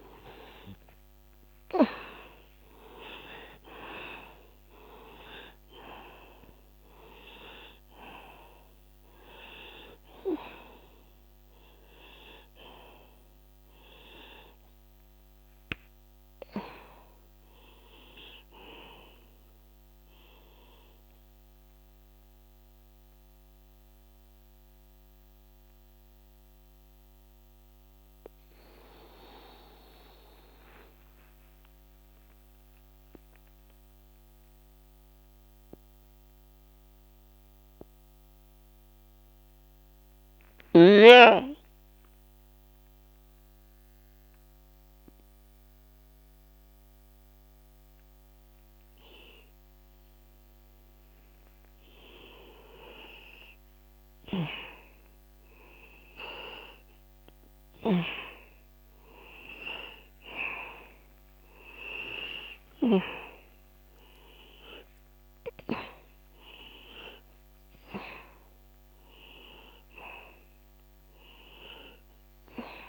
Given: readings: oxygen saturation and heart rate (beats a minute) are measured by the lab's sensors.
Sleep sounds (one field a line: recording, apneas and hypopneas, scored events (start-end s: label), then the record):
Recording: breathing in sleep by a microphone on the trachea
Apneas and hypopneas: 1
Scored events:
0.00-37.50 s: oxygen desaturation (device-marked, oxygen 82% lowest, heart rate 57 extreme)
24.50-54.00 s: mixed apnea (oxygen 95% before, 85% lowest, heart rate 65 before, 34 extreme, up 17 after)
51.50-72.89 s: oxygen desaturation (device-marked, oxygen 98% before, 85% lowest)
57.00-61.50 s: arousal
From the record:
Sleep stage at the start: N2 (light sleep)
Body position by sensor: on the back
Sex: male